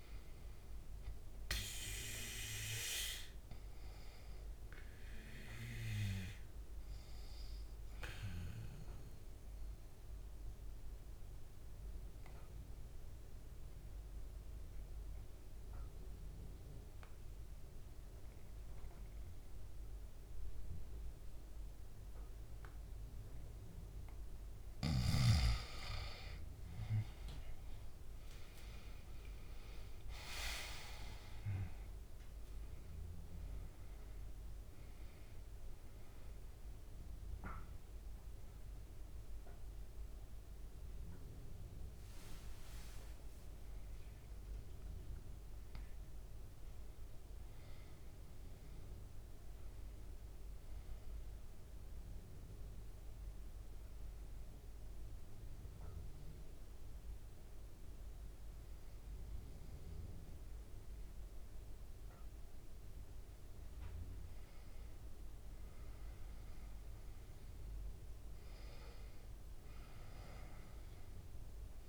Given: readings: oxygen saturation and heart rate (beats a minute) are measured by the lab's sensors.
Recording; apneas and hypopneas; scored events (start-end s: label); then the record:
breathing in sleep by a room microphone; 2
5.00-23.00 s: oxygen desaturation (device-marked, oxygen 98% before, 91% lowest, heart rate 67 before, 66 extreme)
8.00-24.00 s: obstructive apnea (oxygen 98% before, 88% lowest, heart rate 67 before, 66 extreme, up 4 after)
27.00-30.50 s: arousal
32.00-64.00 s: oxygen desaturation (device-marked, oxygen 98% before, 88% lowest, heart rate 67 before, 66 extreme)
53.00-64.00 s: hypopnea (oxygen 98% before, 88% lowest, heart rate 71 before, 66 extreme, up 0 after)
65.50-69.50 s: arousal
From the record:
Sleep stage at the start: N2 (light sleep); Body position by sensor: on the back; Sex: male